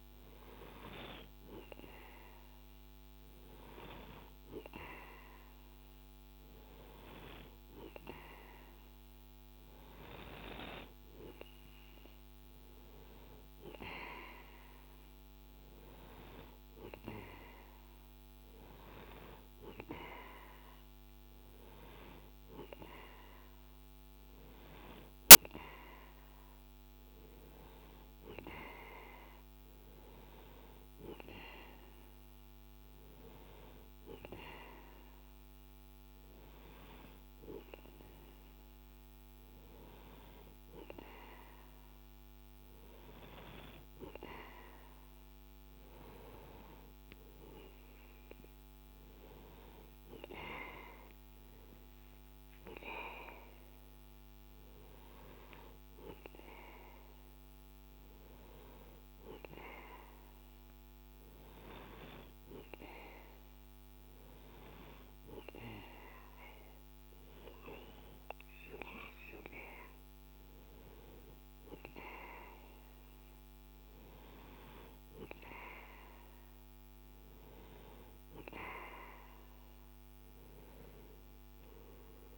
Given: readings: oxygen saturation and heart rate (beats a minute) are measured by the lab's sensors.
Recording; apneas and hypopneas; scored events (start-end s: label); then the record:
breathing in sleep by a microphone on the trachea; none
none scored
From the record:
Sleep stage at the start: N2 (light sleep); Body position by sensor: on the right side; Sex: male